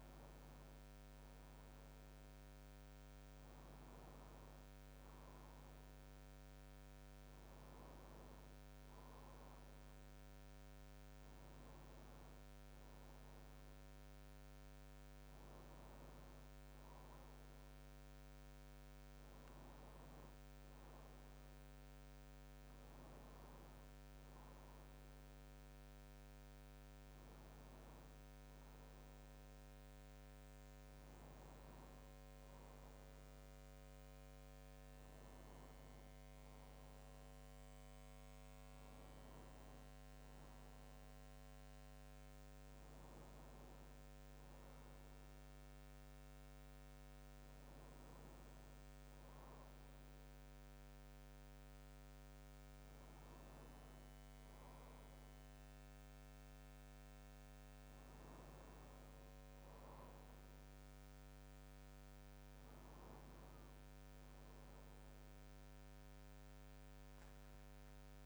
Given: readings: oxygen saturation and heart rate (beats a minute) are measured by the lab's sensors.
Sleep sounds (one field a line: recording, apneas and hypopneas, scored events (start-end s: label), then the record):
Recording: breathing in sleep, hard to hear, by a microphone on the trachea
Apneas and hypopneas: none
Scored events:
7.50-11.50 s: arousal
From the record:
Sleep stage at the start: N2 (light sleep)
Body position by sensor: on the back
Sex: male